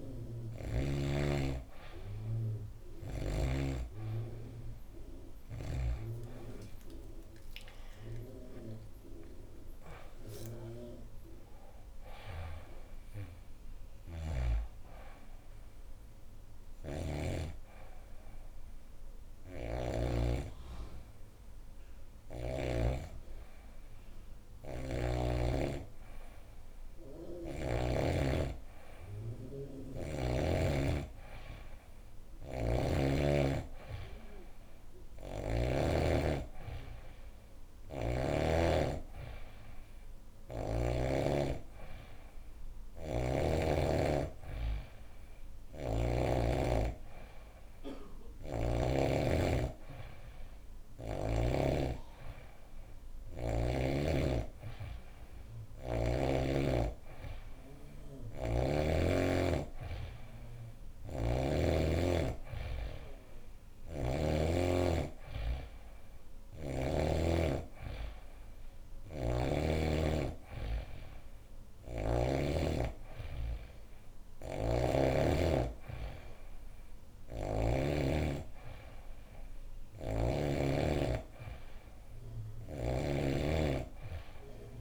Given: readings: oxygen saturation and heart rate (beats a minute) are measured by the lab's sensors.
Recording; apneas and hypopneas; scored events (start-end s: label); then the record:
breathing in sleep by a room microphone; 1
6.00-10.00 s: arousal
11.50-17.00 s: snoring (device-marked)
17.00-29.50 s: hypopnea (oxygen 95% before, 92% lowest, heart rate 146 before, 101 extreme, up 44 after)
24.00-27.50 s: snoring (device-marked)
32.00-35.50 s: arousal
32.00-35.50 s: snoring (device-marked)
32.50-43.50 s: oxygen desaturation (device-marked, oxygen 96% before, 92% lowest, heart rate 129 before, 72 extreme)
45.00-48.50 s: snoring (device-marked)
60.50-64.00 s: snoring (device-marked)
68.50-72.00 s: snoring (device-marked)
74.00-77.50 s: snoring (device-marked)
82.00-84.81 s: snoring (device-marked)
From the record:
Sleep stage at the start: N2 (light sleep); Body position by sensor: on the back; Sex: female